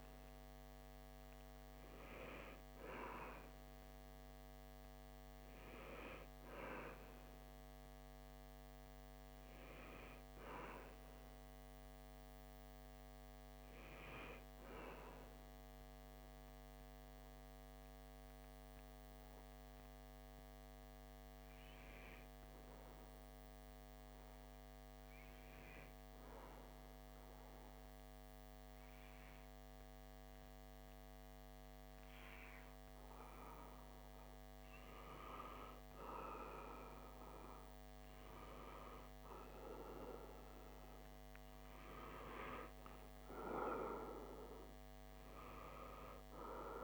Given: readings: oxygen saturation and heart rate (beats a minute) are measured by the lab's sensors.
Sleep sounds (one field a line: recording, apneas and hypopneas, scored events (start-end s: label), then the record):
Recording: breathing in sleep by a microphone on the trachea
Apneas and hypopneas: 1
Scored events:
14.50-32.50 s: hypopnea (oxygen 97% before, 95% lowest)
33.50-37.00 s: arousal
From the record:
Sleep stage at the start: REM sleep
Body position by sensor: on the back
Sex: male